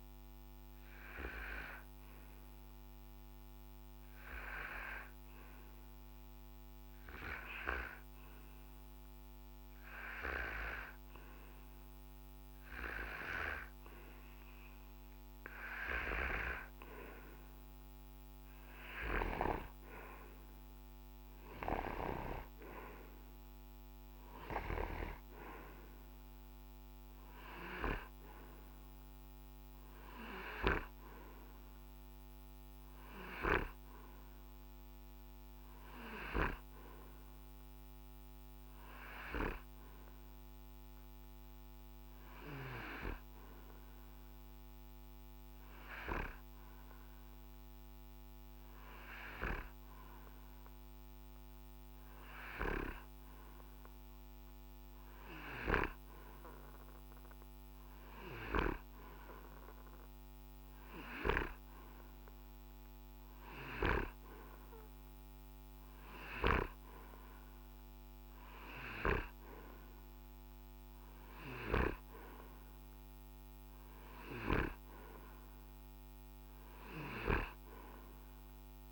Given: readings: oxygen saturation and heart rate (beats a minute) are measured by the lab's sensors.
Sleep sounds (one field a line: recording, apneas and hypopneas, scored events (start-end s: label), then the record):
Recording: breathing in sleep by a microphone on the trachea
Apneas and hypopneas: none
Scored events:
0.00-1.50 s: oxygen desaturation (device-marked, oxygen 91% lowest, heart rate 53 extreme)
From the record:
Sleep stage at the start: N2 (light sleep)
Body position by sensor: on the right side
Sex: male